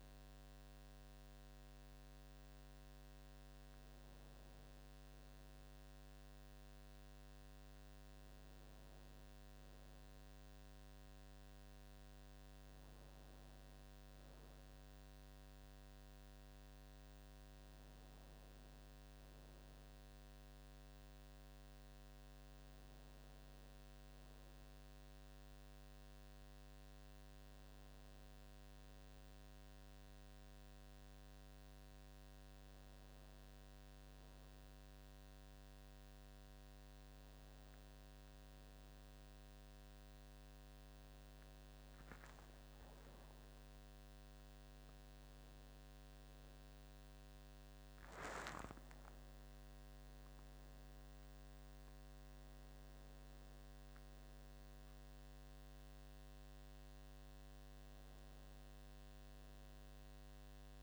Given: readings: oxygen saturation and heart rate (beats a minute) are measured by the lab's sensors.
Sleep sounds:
breathing in sleep, hard to hear, by a microphone on the trachea; none
44.50-49.50 s: arousal
From the record:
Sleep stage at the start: N2 (light sleep); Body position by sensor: on the back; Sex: male

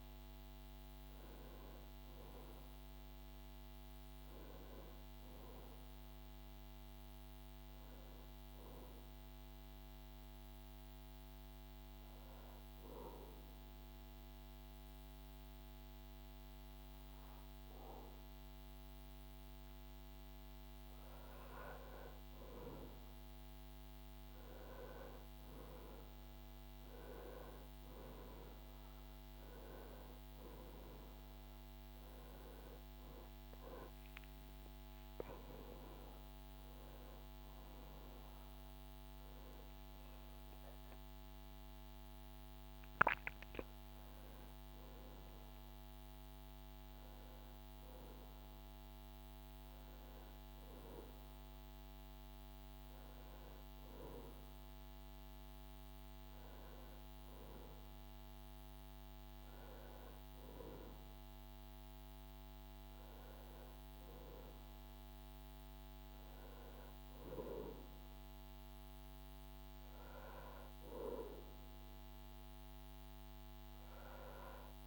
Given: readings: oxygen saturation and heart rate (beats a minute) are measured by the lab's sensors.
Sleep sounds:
breathing in sleep by a microphone on the trachea; 1
11.50-21.50 s: obstructive apnea (oxygen 98% before, 94% lowest, heart rate 81 before, 68 extreme, up 6 after)
23.50-28.00 s: arousal
26.50-40.50 s: oxygen desaturation (device-marked, oxygen 97% before, 94% lowest, heart rate 71 before, 76 extreme)
From the record:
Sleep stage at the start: N2 (light sleep); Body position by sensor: on the back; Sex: male

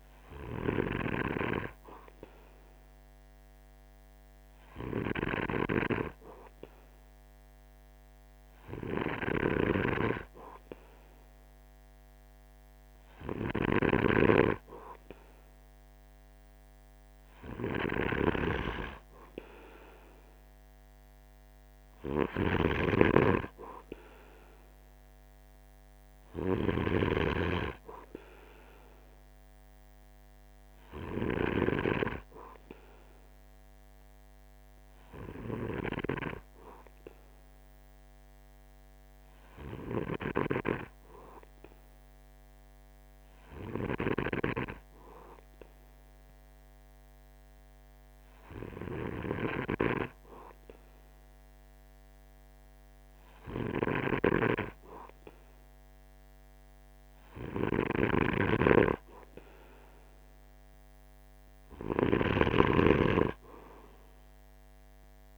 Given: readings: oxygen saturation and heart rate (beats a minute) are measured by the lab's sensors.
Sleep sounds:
breathing in sleep by a microphone on the trachea; 1
13.50-27.00 s: snoring (device-marked)
33.50-54.00 s: hypopnea (oxygen 95% before, 94% lowest, heart rate 48 before, 47 extreme, up 1 after)
56.50-60.00 s: arousal
58.50-62.50 s: snoring (device-marked)
From the record:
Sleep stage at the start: N2 (light sleep); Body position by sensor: on the right side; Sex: male

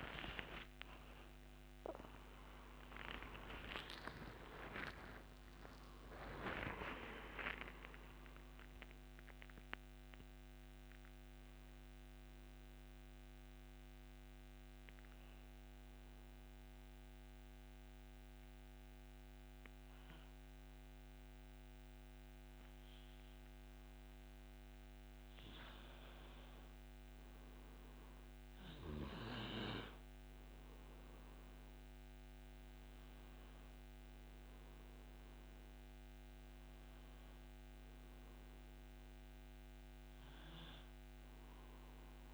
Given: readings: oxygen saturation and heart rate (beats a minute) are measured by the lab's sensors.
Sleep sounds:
breathing in sleep by a microphone on the trachea; 1
0.00-6.00 s: arousal
0.50-17.50 s: oxygen desaturation (device-marked, oxygen 96% before, 91% lowest)
15.50-26.50 s: mixed apnea (oxygen 96% before, 91% lowest)
29.50-34.00 s: arousal
33.50-42.34 s: oxygen desaturation (device-marked, oxygen 98% before, 92% lowest)
From the record:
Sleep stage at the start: N2 (light sleep); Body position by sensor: on the back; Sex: male

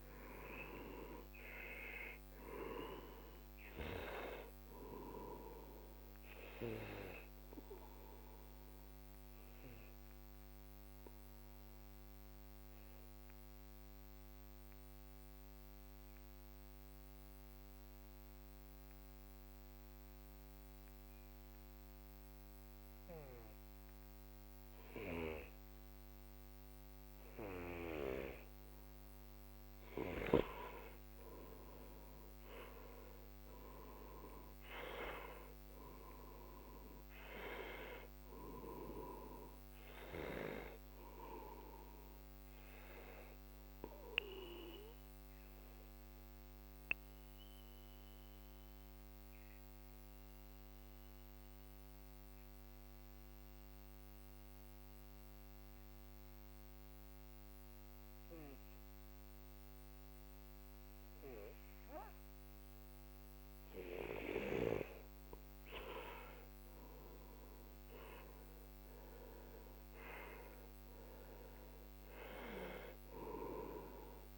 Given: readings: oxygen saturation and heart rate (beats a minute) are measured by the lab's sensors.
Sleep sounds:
breathing in sleep by a microphone on the trachea; 2
0.00-18.50 s: oxygen desaturation (device-marked, oxygen 89% lowest, heart rate 42 extreme)
8.00-30.00 s: obstructive apnea (oxygen 98% before, 89% lowest, heart rate 57 before, 42 extreme, up 15 after)
31.00-35.50 s: arousal
33.50-53.50 s: oxygen desaturation (device-marked, oxygen 97% before, 92% lowest, heart rate 47 before, 42 extreme)
42.50-64.00 s: obstructive apnea (oxygen 97% before, 90% lowest, heart rate 54 before, 41 extreme, up 15 after)
66.00-69.50 s: arousal
67.50-74.38 s: oxygen desaturation (device-marked, oxygen 97% before, 91% lowest, heart rate 47 before, 41 extreme)
From the record:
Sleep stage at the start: N2 (light sleep); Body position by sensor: on the back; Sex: male

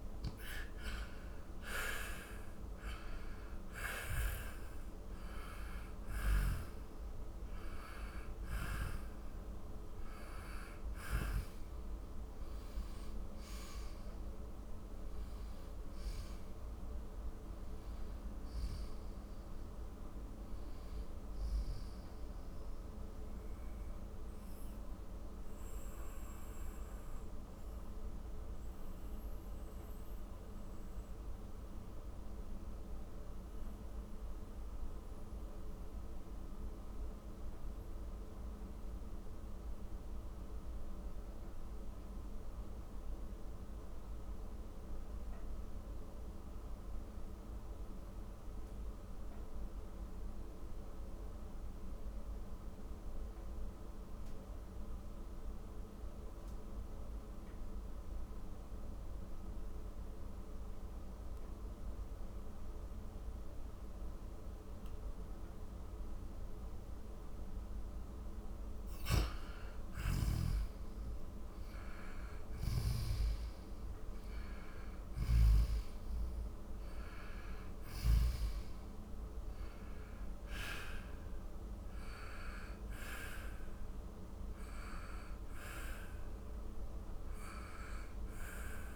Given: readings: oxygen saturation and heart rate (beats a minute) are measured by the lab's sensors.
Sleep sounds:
breathing in sleep by a room microphone; 1
0.00-30.50 s: oxygen desaturation (device-marked, oxygen 85% lowest, heart rate 44 extreme)
23.00-68.00 s: mixed apnea (oxygen 95% before, 85% lowest, heart rate 67 before, 44 extreme, up 22 after)
69.50-73.50 s: arousal
72.50-88.96 s: oxygen desaturation (device-marked, oxygen 97% before, 89% lowest, heart rate 58 before, 48 extreme)
74.50-78.00 s: snoring (device-marked)
From the record:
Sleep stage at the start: N2 (light sleep); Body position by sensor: on the back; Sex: male

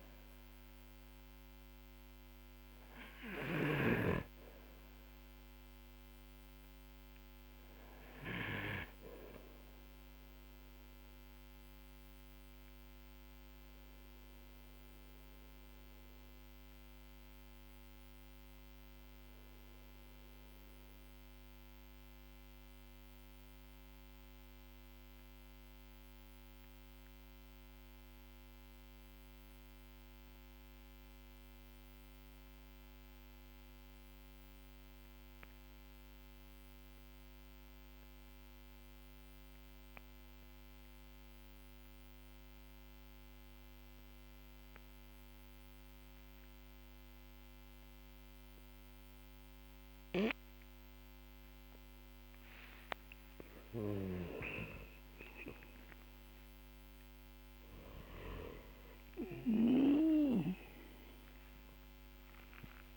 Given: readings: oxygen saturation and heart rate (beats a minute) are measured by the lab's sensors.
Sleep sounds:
a person partly awake in a sleep study, by a microphone on the trachea; 1
9.00-14.00 s: oxygen desaturation (device-marked, oxygen 97% before, 94% lowest, heart rate 53 before, 41 extreme)
14.50-51.50 s: mixed apnea (oxygen 98% before, 91% lowest, heart rate 50 before, 42 extreme, up 14 after)
40.00-62.97 s: new sleep stage, awake
49.00-62.97 s: oxygen desaturation (device-marked, oxygen 99% before, 95% lowest, heart rate 53 before, 46 extreme)
From the record:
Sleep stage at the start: N2 (light sleep); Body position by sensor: on the back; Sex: male

